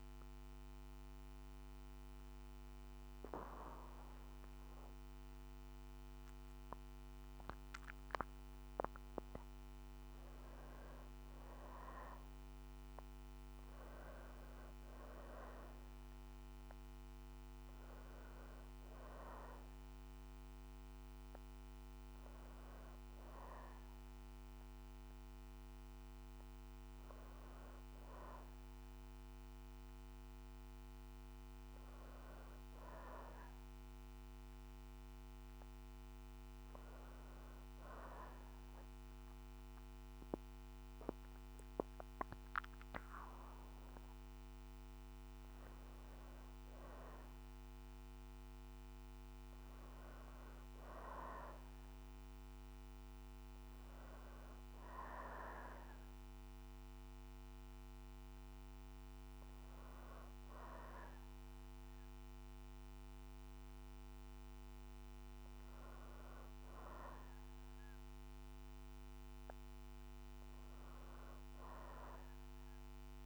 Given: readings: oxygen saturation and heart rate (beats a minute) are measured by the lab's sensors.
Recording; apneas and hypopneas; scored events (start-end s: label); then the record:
breathing in sleep by a microphone on the trachea; none
16.00-27.00 s: oxygen desaturation (device-marked, oxygen 95% before, 91% lowest, heart rate 61 before, 62 extreme)
47.00-62.00 s: oxygen desaturation (device-marked, oxygen 95% before, 91% lowest, heart rate 63 before, 60 extreme)
From the record:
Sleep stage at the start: REM sleep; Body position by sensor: on the back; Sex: female